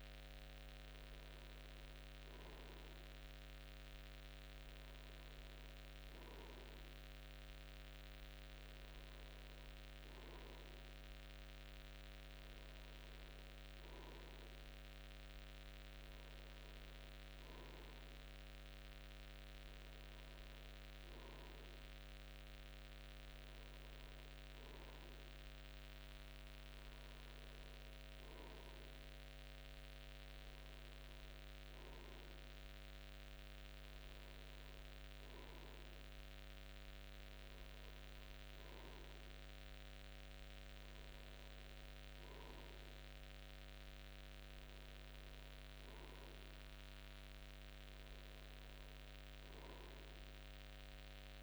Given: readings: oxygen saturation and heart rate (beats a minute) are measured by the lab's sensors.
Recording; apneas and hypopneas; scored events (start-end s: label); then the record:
breathing in sleep, hard to hear, by a microphone on the trachea; none
none scored
From the record:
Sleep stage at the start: N3 (deep sleep); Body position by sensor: on the front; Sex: male